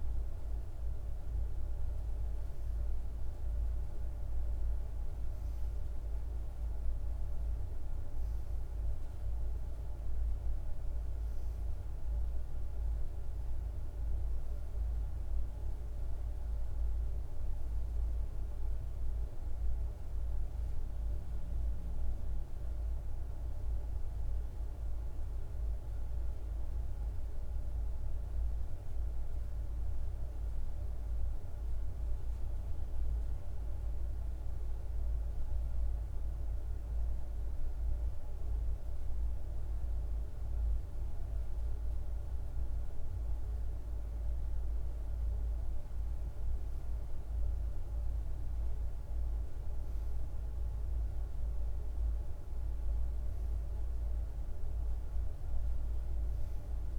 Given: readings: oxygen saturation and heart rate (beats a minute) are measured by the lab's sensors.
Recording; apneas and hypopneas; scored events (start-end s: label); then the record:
breathing in sleep, hard to hear, by a room microphone; none
none scored
From the record:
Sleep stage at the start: N1 (lightest sleep); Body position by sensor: on the back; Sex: male